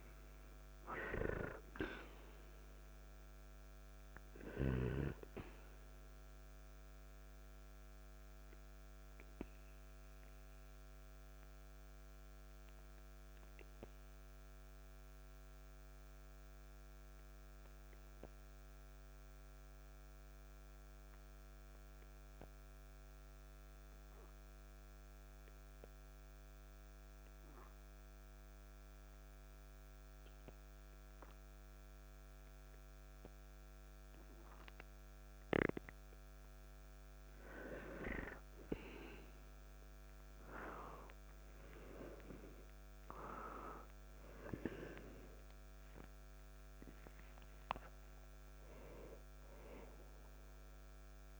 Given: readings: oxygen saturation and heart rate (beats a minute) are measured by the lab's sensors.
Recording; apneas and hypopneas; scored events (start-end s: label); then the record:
breathing in sleep by a microphone on the trachea; 1
0.00-9.50 s: oxygen desaturation (device-marked, oxygen 91% lowest, heart rate 52 extreme)
8.00-36.50 s: obstructive apnea (oxygen 98% before, 89% lowest, heart rate 53 before, 50 extreme, up 2 after)
18.50-31.50 s: oxygen desaturation (device-marked, oxygen 97% before, 92% lowest, heart rate 55 before, 50 extreme)
39.50-43.00 s: arousal
From the record:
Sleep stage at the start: N2 (light sleep); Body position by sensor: on the back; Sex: male